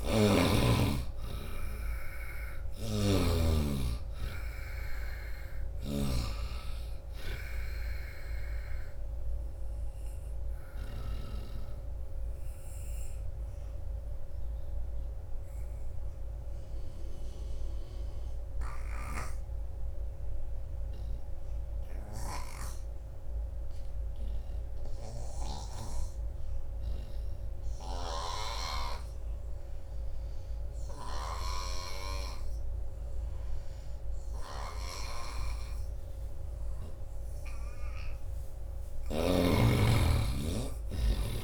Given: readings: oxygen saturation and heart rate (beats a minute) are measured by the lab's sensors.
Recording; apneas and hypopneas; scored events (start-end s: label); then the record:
breathing in sleep by a room microphone; 1
0.00-11.00 s: snoring (device-marked)
0.00-18.50 s: oxygen desaturation (device-marked, oxygen 82% lowest, heart rate 78 extreme)
8.50-36.00 s: obstructive apnea (oxygen 95% before, 80% lowest, heart rate 84 before, 78 extreme, up 7 after)
32.50-41.44 s: oxygen desaturation (device-marked, oxygen 97% before, 83% lowest, heart rate 85 before, 78 extreme)
34.00-39.00 s: snoring (device-marked)
37.50-41.44 s: arousal
From the record:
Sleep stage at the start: N2 (light sleep); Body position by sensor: on the right side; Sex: male